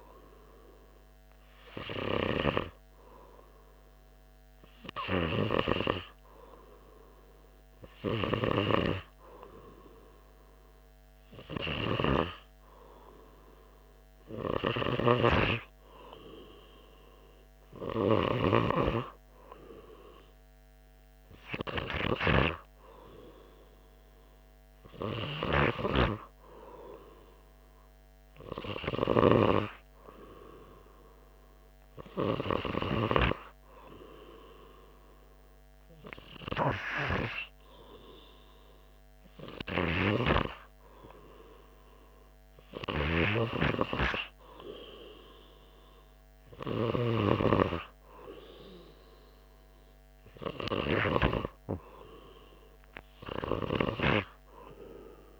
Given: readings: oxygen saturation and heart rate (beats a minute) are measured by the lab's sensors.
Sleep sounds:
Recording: breathing in sleep by a microphone on the trachea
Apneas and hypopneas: none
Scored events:
none scored
From the record:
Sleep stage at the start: N2 (light sleep)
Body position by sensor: on the right side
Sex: male

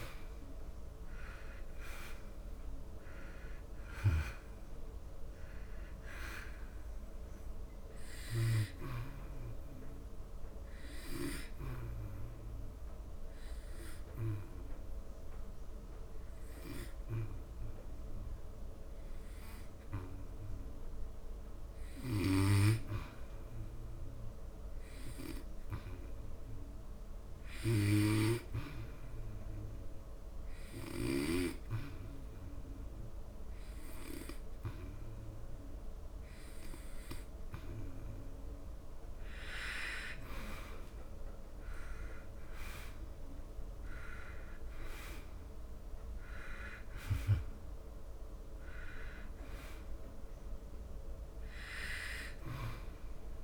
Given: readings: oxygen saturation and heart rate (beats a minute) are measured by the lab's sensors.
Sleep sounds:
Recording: breathing in sleep by a room microphone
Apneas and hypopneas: 1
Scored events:
0.00-2.50 s: arousal
0.00-27.50 s: oxygen desaturation (device-marked, oxygen 87% lowest, heart rate 70 extreme)
9.50-38.50 s: hypopnea (oxygen 95% before, 87% lowest, heart rate 74 before, 70 extreme, up 14 after)
40.50-45.00 s: arousal
46.50-53.44 s: oxygen desaturation (device-marked, oxygen 96% before, 91% lowest, heart rate 76 before, 70 extreme)
From the record:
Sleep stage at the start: N2 (light sleep)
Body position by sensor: on the back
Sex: male

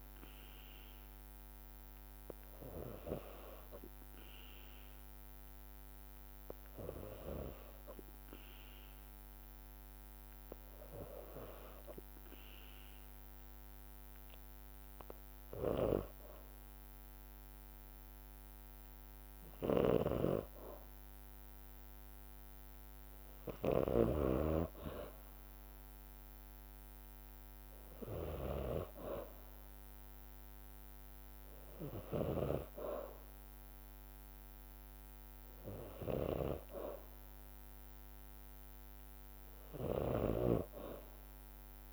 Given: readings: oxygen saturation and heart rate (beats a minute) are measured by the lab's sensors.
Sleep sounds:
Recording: breathing in sleep by a microphone on the trachea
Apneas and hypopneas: 1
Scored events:
3.50-6.50 s: arousal
9.00-20.00 s: hypopnea (oxygen 95% before, 91% lowest, heart rate 55 before, 56 extreme, up 1 after)
19.50-24.00 s: snoring (device-marked)
22.00-25.50 s: arousal
32.00-41.93 s: snoring (device-marked)
34.50-41.50 s: oxygen desaturation (device-marked, oxygen 94% before, 91% lowest, heart rate 57 before, 56 extreme)
From the record:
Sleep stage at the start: N2 (light sleep)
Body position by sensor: on the back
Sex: female

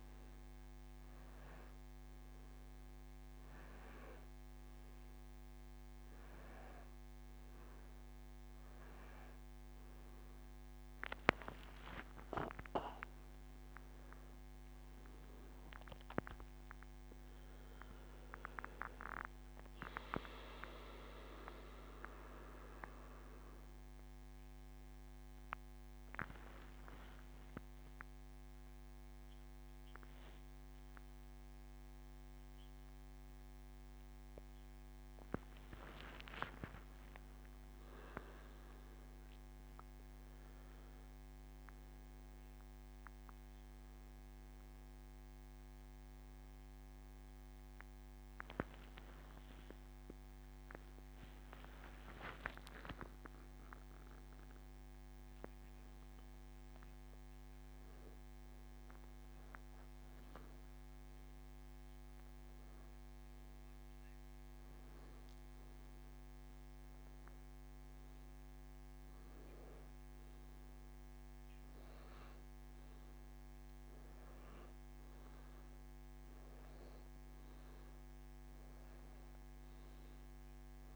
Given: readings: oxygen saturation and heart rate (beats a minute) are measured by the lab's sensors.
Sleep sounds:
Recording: a person awake in a sleep study, by a microphone on the trachea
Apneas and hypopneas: none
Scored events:
51.00-59.00 s: oxygen desaturation (device-marked, oxygen 97% before, 93% lowest, heart rate 86 before, 85 extreme)
57.00-80.96 s: new sleep stage, N1 (lightest sleep)
From the record:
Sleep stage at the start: awake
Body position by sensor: on the back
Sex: male

